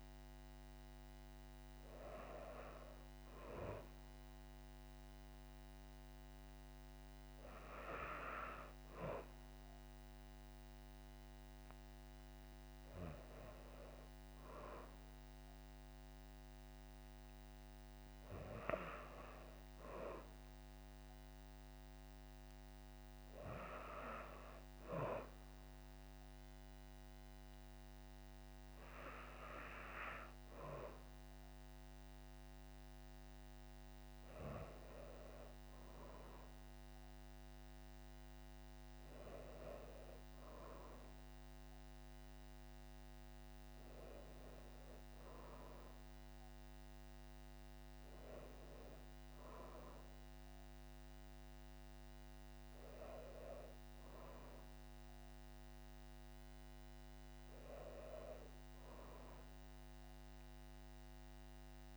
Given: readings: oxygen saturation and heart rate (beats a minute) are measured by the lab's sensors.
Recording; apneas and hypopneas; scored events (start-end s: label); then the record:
breathing in sleep by a microphone on the trachea; none
none scored
From the record:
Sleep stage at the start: N1 (lightest sleep); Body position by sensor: on the back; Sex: female